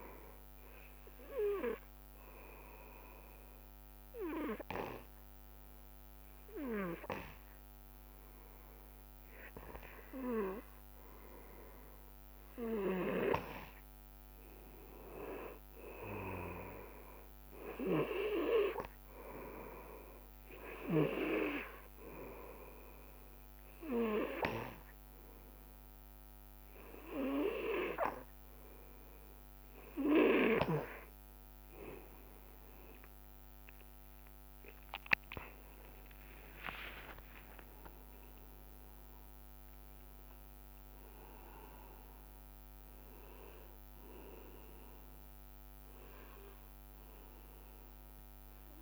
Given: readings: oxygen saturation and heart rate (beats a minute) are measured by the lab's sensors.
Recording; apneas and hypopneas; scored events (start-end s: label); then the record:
breathing in sleep by a microphone on the trachea; 2
0.00-3.00 s: oxygen desaturation (device-marked, oxygen 93% lowest, heart rate 54 extreme)
1.00-12.50 s: obstructive apnea (oxygen 99% before, 94% lowest, heart rate 69 before, 54 extreme, up 5 after)
15.50-19.00 s: arousal
21.00-32.00 s: obstructive apnea (oxygen 99% before, 94% lowest, heart rate 57 before, 57 extreme, up 34 after)
23.00-35.00 s: oxygen desaturation (device-marked, oxygen 98% before, 95% lowest, heart rate 57 before, 60 extreme)
36.00-42.00 s: arousal
37.50-39.50 s: long interval between heartbeats (device-marked, heart rate 59 before, 86 extreme)
40.00-48.82 s: oxygen desaturation (device-marked, oxygen 97% before, 94% lowest, heart rate 64 before, 58 extreme)
From the record:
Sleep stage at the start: N2 (light sleep); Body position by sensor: on the back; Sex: male